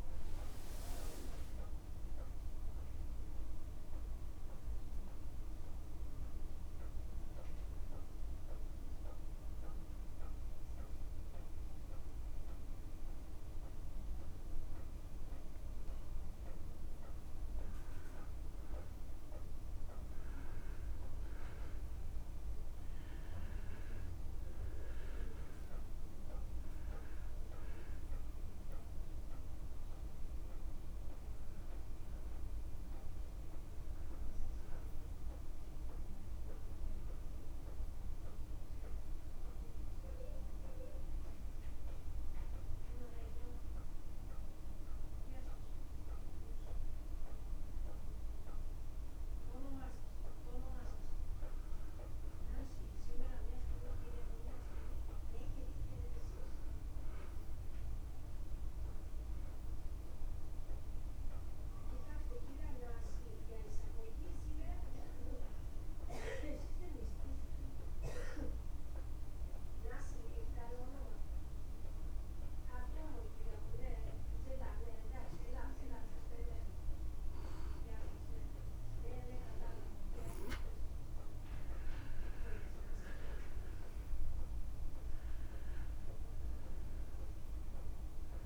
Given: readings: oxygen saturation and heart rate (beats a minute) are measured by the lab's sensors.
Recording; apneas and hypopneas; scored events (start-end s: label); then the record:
breathing in sleep by a room microphone; 3
0.00-6.00 s: oxygen desaturation (device-marked, oxygen 91% lowest, heart rate 59 extreme)
1.00-16.00 s: hypopnea (oxygen 96% before, 89% lowest, heart rate 61 before, 59 extreme, up 2 after)
18.00-21.50 s: arousal
24.00-57.00 s: oxygen desaturation (device-marked, oxygen 97% before, 89% lowest, heart rate 61 before, 58 extreme)
34.00-37.00 s: arousal
39.50-50.00 s: obstructive apnea (oxygen 97% before, 89% lowest, heart rate 61 before, 58 extreme, up 3 after)
52.50-56.50 s: arousal
62.00-76.00 s: hypopnea (oxygen 96% before, 89% lowest, heart rate 59 before, 59 extreme, up 2 after)
66.00-78.00 s: oxygen desaturation (device-marked, oxygen 96% before, 92% lowest, heart rate 60 before, 59 extreme)
80.00-83.50 s: arousal
87.00-88.46 s: oxygen desaturation (device-marked, oxygen 93% before, 89% lowest, heart rate 60 before, 58 extreme)
From the record:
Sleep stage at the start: N2 (light sleep); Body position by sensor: on the back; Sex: male